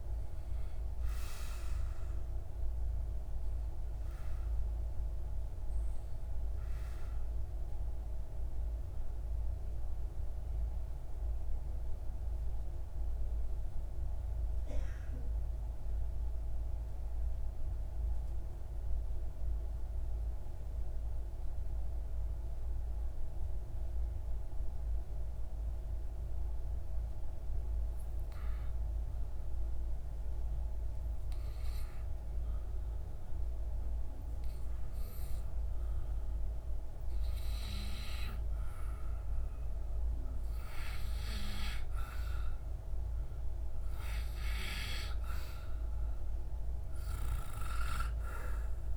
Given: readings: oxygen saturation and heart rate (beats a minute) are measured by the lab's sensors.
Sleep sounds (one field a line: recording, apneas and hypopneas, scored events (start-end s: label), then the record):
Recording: breathing in sleep by a room microphone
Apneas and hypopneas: 1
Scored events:
0.00-9.50 s: oxygen desaturation (device-marked, oxygen 90% lowest)
4.50-36.00 s: obstructive apnea (oxygen 96% before, 92% lowest)
30.50-48.97 s: oxygen desaturation (device-marked, oxygen 97% before, 92% lowest)
37.50-41.00 s: arousal
From the record:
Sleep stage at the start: N2 (light sleep)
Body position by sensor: on the back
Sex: male